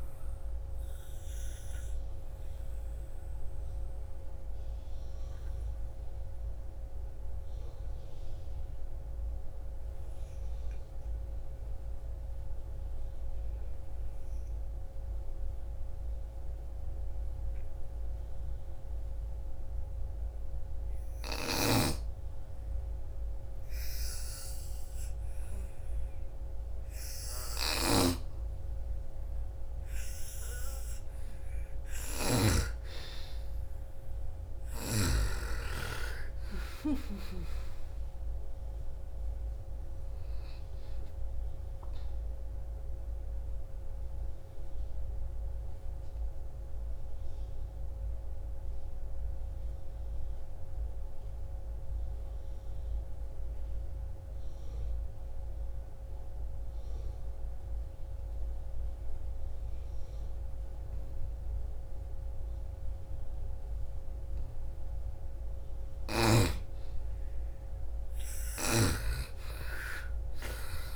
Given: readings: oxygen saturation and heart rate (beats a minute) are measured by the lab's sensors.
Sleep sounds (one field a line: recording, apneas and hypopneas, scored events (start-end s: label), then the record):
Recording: breathing in sleep by a room microphone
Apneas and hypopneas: 2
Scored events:
0.00-12.00 s: oxygen desaturation (device-marked, oxygen 86% lowest, heart rate 55 extreme)
1.00-25.50 s: obstructive apnea (oxygen 98% before, 84% lowest, heart rate 59 before, 55 extreme, up 12 after)
26.00-58.00 s: oxygen desaturation (device-marked, oxygen 98% before, 88% lowest, heart rate 56 before, 56 extreme)
27.00-34.50 s: snoring (device-marked)
31.00-35.50 s: arousal
43.00-64.00 s: obstructive apnea (oxygen 98% before, 84% lowest, heart rate 65 before, 56 extreme, up 19 after)
64.00-70.96 s: oxygen desaturation (device-marked, oxygen 99% before, 84% lowest, heart rate 60 before, 58 extreme)
65.50-68.50 s: arousal
67.50-70.96 s: snoring (device-marked)
From the record:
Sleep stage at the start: N2 (light sleep)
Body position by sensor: on the right side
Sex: female